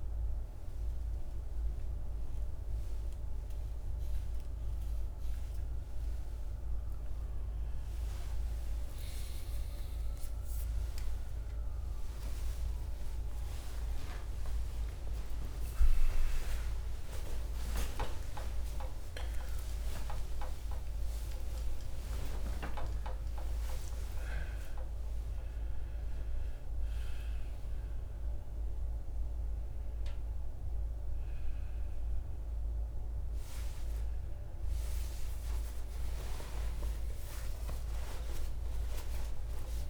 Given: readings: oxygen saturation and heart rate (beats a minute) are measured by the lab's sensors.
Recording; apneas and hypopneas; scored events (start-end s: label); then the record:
a person awake in a sleep study, by a room microphone; none
0.00-5.50 s: oxygen desaturation (device-marked, oxygen 94% lowest, heart rate 66 extreme)
From the record:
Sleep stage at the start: awake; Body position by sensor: on the right side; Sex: male